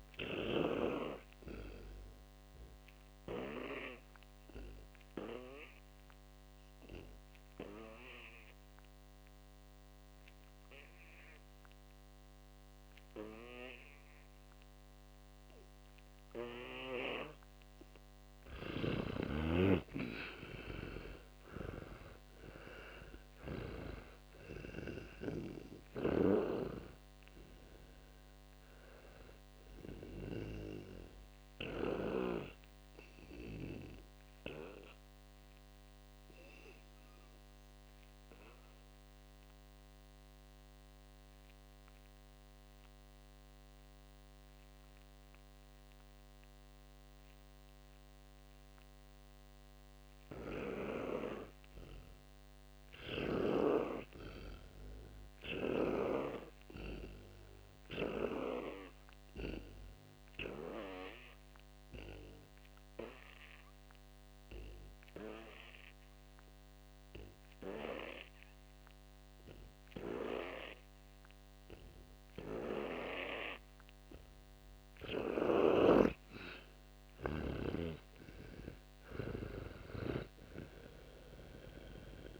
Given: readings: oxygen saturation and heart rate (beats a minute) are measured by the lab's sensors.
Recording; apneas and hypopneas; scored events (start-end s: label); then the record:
breathing in sleep by a microphone on the trachea; 3
3.50-23.50 s: oxygen desaturation (device-marked, oxygen 100% before, 89% lowest, heart rate 63 before, 59 extreme)
4.00-17.00 s: obstructive apnea (oxygen 100% before, 88% lowest, heart rate 63 before, 60 extreme, up 12 after)
19.00-24.00 s: snoring (device-marked)
21.00-25.50 s: arousal
26.00-32.50 s: snoring (device-marked)
33.50-50.50 s: obstructive apnea (oxygen 98% before, 87% lowest, heart rate 70 before, 57 extreme, up 10 after)
45.50-54.50 s: oxygen desaturation (device-marked, oxygen 93% before, 90% lowest, heart rate 68 before, 57 extreme)
53.50-57.50 s: arousal
62.00-75.50 s: obstructive apnea (oxygen 96% before, 87% lowest, heart rate 66 before, 59 extreme, up 53 after)
68.50-78.50 s: oxygen desaturation (device-marked, oxygen 99% before, 88% lowest, heart rate 68 before, 59 extreme)
78.50-82.39 s: arousal
From the record:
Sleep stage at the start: N2 (light sleep); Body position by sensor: on the back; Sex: male